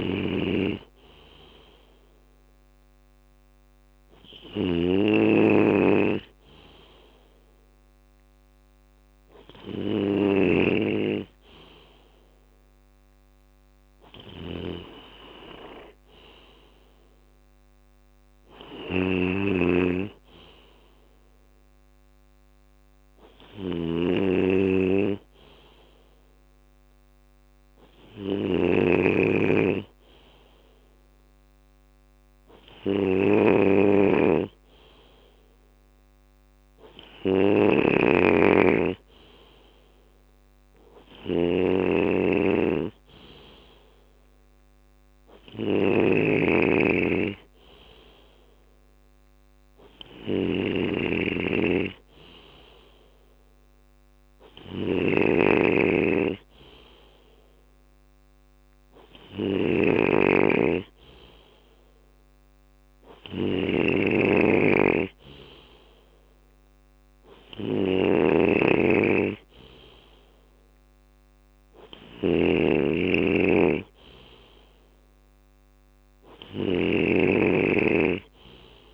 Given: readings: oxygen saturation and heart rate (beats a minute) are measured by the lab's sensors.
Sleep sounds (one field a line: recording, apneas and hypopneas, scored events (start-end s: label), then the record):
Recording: breathing in sleep by a microphone on the trachea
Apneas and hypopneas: none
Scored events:
0.00-78.94 s: snoring (device-marked)
From the record:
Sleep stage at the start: N2 (light sleep)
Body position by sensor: on the left side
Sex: male